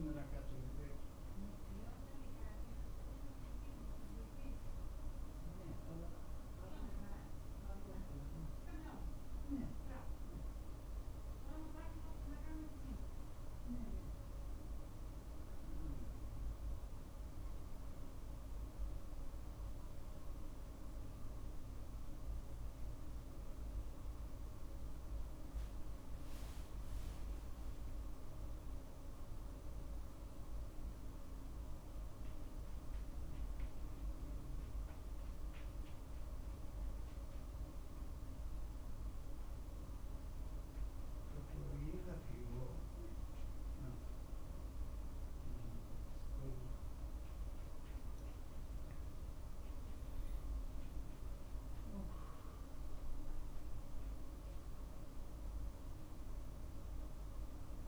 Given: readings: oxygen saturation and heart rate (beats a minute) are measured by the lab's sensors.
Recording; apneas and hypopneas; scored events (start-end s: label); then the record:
a person awake in a sleep study, by a room microphone; none
none scored
From the record:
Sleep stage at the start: awake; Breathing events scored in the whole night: 152 in 6.6 hours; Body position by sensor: on the back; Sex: male